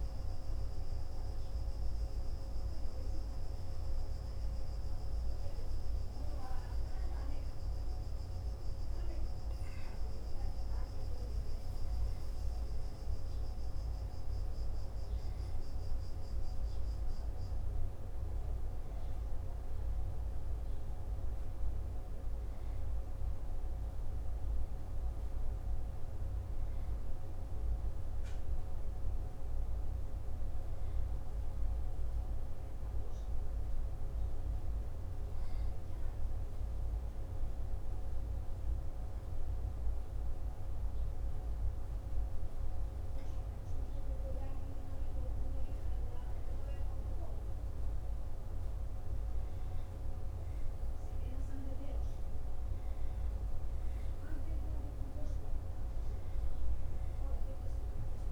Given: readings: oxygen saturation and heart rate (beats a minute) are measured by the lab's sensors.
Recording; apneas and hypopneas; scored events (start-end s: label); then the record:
a person partly awake in a sleep study, hard to hear, by a room microphone; 1
0.00-4.50 s: oxygen desaturation (device-marked, oxygen 91% lowest, heart rate 59 extreme)
19.50-58.32 s: new sleep stage, N1 (lightest sleep)
37.00-47.00 s: hypopnea (oxygen 99% before, 94% lowest, heart rate 59 before, 55 extreme, up 1 after)
49.50-54.50 s: arousal
From the record:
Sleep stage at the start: awake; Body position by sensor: on the back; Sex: male